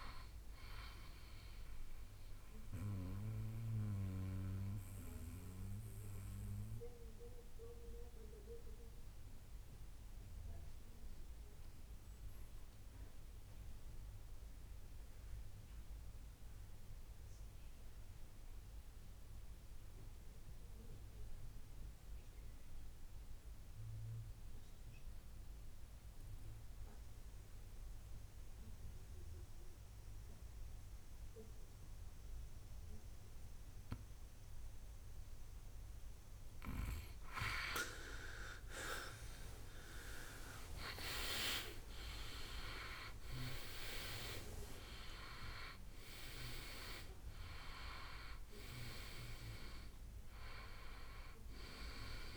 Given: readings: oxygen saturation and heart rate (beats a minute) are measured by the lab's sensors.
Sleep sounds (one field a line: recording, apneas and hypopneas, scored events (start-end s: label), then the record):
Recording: breathing in sleep by a room microphone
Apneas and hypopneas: 1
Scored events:
0.00-17.50 s: oxygen desaturation (device-marked, oxygen 89% lowest, heart rate 59 extreme)
2.50-36.00 s: mixed apnea (oxygen 98% before, 89% lowest, heart rate 74 before, 59 extreme, up 19 after)
37.50-52.37 s: oxygen desaturation (device-marked, oxygen 98% before, 90% lowest, heart rate 62 before, 57 extreme)
38.00-42.50 s: arousal
From the record:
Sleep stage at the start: N2 (light sleep)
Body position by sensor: on the back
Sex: male